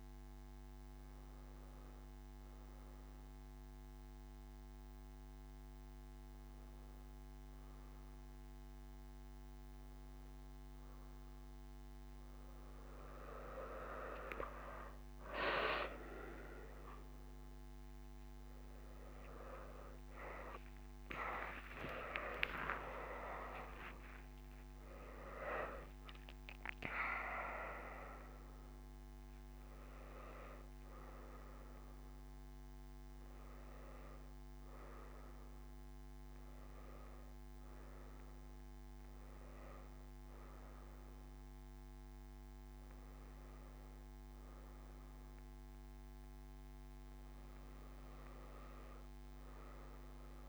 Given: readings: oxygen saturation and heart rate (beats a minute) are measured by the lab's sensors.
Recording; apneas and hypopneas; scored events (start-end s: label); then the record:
a person awake in a sleep study, by a microphone on the trachea; none
2.00-43.00 s: oxygen desaturation (device-marked, oxygen 98% before, 91% lowest)
33.00-50.49 s: new sleep stage, N1 (lightest sleep)
42.00-48.00 s: tachycardia (device-marked)
From the record:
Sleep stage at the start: awake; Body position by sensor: on the back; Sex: female